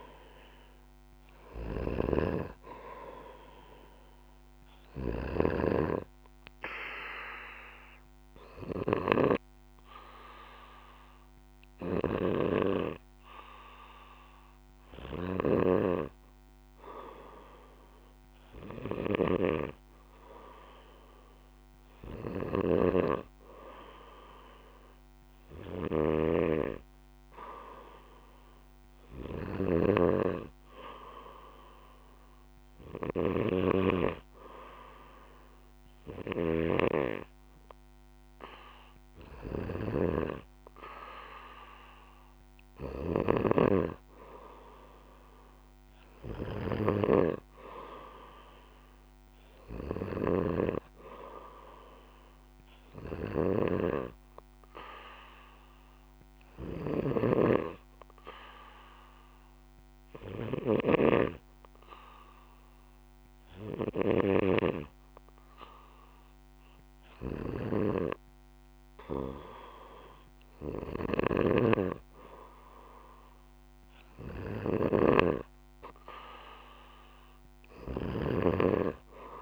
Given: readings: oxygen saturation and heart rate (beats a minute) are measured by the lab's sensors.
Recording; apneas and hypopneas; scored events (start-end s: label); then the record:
breathing in sleep by a microphone on the trachea; 2
0.00-1.00 s: arousal
0.00-5.50 s: snoring (device-marked)
5.50-19.00 s: hypopnea (oxygen 97% before, 93% lowest, heart rate 59 before, 57 extreme, up 0 after)
11.50-50.50 s: snoring (device-marked)
19.50-23.00 s: arousal
54.50-67.00 s: hypopnea (oxygen 97% before, 93% lowest, heart rate 59 before, 59 extreme, up 1 after)
56.50-61.00 s: snoring (device-marked)
70.00-74.00 s: arousal
71.00-79.42 s: snoring (device-marked)
From the record:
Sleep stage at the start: N2 (light sleep); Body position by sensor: on the back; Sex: male